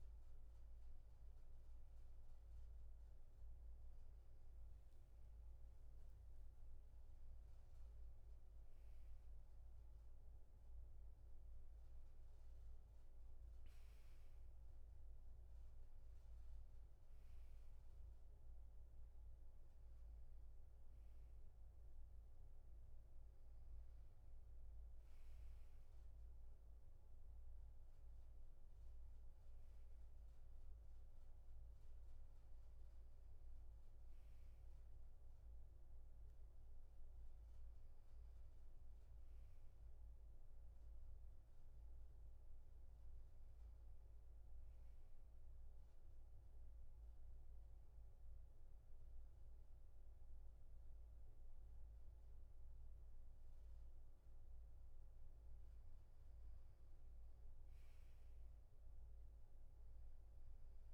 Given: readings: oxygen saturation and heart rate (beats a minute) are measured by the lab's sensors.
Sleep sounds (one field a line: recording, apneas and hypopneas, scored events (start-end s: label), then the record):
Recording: a person partly awake in a sleep study, hard to hear, by a room microphone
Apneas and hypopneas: 1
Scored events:
20.00-60.94 s: new sleep stage, N1 (lightest sleep)
44.00-56.50 s: hypopnea (oxygen 96% before, 92% lowest, heart rate 73 before, 71 extreme, up 3 after)
59.00-60.94 s: oxygen desaturation (device-marked, oxygen 95% before, 92% lowest, heart rate 73 before, 71 extreme)
From the record:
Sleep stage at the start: awake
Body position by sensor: on the back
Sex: male